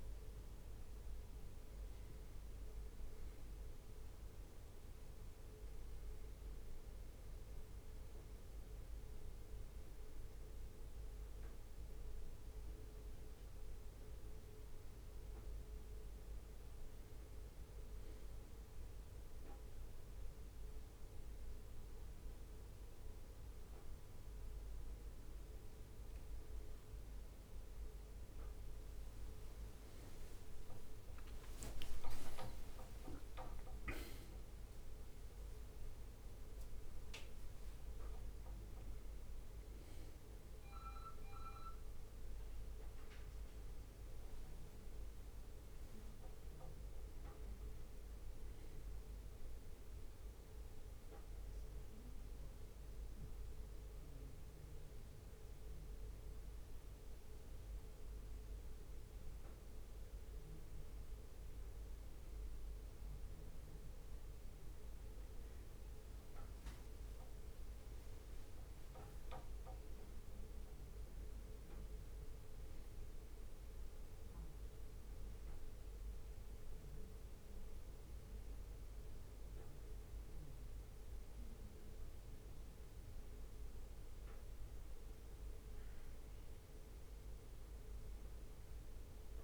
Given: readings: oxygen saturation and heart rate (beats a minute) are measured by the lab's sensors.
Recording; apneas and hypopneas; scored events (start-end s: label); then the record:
breathing in sleep, hard to hear, by a room microphone; none
28.00-38.00 s: leg movement (device-marked)
32.00-36.50 s: arousal
42.50-45.50 s: leg movement (device-marked)
65.50-70.00 s: leg movement (device-marked)
From the record:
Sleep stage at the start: N1 (lightest sleep); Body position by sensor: on the back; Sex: male